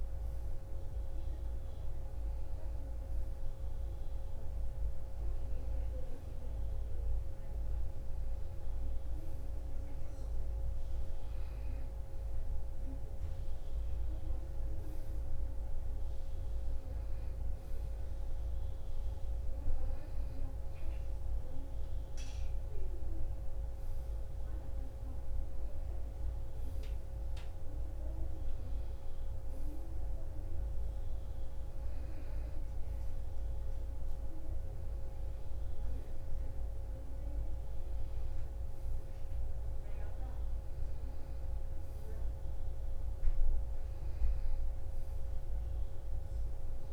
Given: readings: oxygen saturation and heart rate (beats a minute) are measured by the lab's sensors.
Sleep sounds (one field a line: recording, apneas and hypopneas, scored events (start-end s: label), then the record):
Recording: breathing in sleep, hard to hear, by a room microphone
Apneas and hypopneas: none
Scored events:
none scored
From the record:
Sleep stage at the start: N2 (light sleep)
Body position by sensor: on the right side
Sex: female